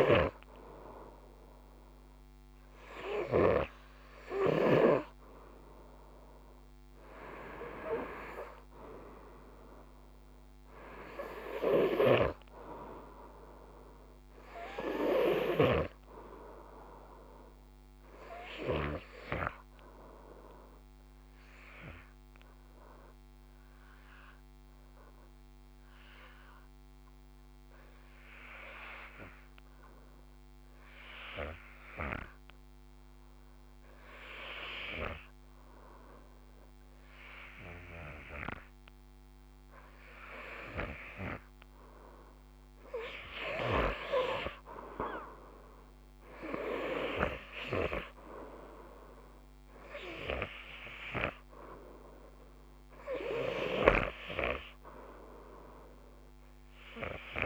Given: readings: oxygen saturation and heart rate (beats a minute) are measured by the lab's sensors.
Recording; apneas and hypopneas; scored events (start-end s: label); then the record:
breathing in sleep by a microphone on the trachea; 1
0.00-2.50 s: snoring (device-marked)
8.00-57.46 s: new sleep stage, REM sleep
19.00-40.50 s: obstructive apnea (oxygen 97% before, 91% lowest, heart rate 55 before, 49 extreme, up 2 after)
43.00-48.00 s: arousal
49.00-57.46 s: oxygen desaturation (device-marked, oxygen 96% before, 91% lowest, heart rate 50 before, 50 extreme)
52.50-57.46 s: snoring (device-marked)
From the record:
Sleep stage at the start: N2 (light sleep); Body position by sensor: on the front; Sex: male